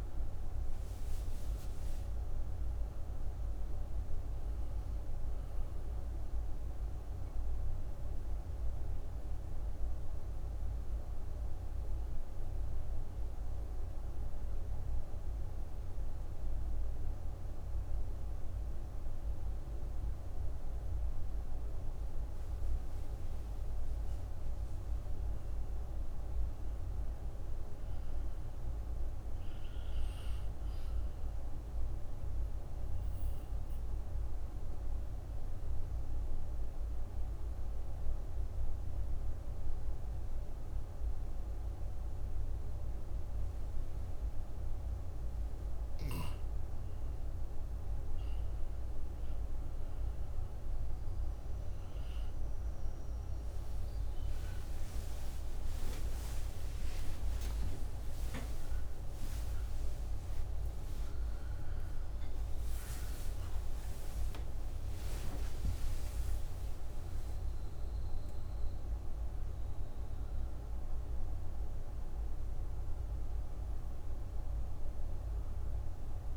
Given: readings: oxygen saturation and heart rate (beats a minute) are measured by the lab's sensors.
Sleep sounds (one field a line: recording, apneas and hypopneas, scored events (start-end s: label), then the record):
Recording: a person partly awake in a sleep study, hard to hear, by a room microphone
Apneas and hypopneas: 2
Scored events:
0.00-21.00 s: oxygen desaturation (device-marked, oxygen 86% lowest)
7.00-22.00 s: obstructive apnea (oxygen 98% before, 86% lowest)
23.50-27.50 s: arousal
31.00-50.00 s: oxygen desaturation (device-marked, oxygen 99% before, 94% lowest)
34.50-46.00 s: obstructive apnea (oxygen 99% before, 93% lowest)
51.00-76.37 s: new sleep stage, awake
58.00-70.00 s: oxygen desaturation (device-marked, oxygen 97% before, 93% lowest)
From the record:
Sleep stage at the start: N2 (light sleep)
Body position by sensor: on the back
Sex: female